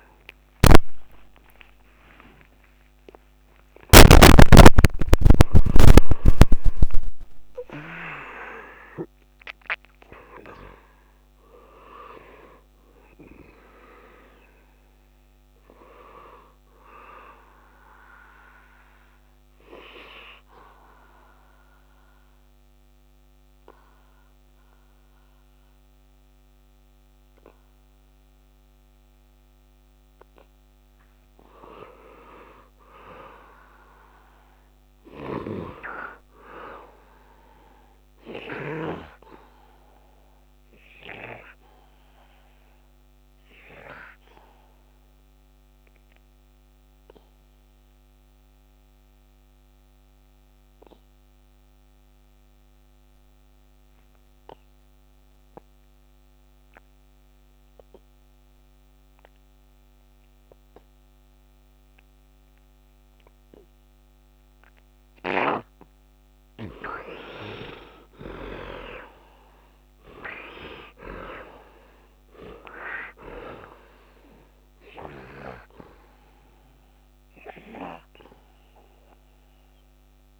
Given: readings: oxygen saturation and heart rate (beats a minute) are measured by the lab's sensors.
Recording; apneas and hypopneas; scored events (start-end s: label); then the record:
breathing in sleep by a microphone on the trachea; 2
0.00-4.00 s: arousal
0.00-4.00 s: oxygen desaturation (device-marked, oxygen 73% lowest, heart rate 66 extreme)
19.00-31.50 s: obstructive apnea (oxygen 100% before, 71% lowest, heart rate 117 before, 66 extreme, up 6 after)
24.00-80.40 s: new sleep stage, N2 (light sleep)
34.00-37.00 s: arousal
38.00-52.00 s: oxygen desaturation (device-marked, oxygen 99% before, 88% lowest, heart rate 70 before, 64 extreme)
44.50-66.00 s: obstructive apnea (oxygen 100% before, 69% lowest, heart rate 70 before, 58 extreme, up 2 after)
64.00-80.40 s: oxygen desaturation (device-marked, oxygen 98% before, 71% lowest, heart rate 69 before, 58 extreme)
68.00-72.00 s: arousal
78.00-80.40 s: bradycardia (device-marked, heart rate 78 before, 63 extreme)
From the record:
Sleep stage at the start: N1 (lightest sleep); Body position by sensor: on the right side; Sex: male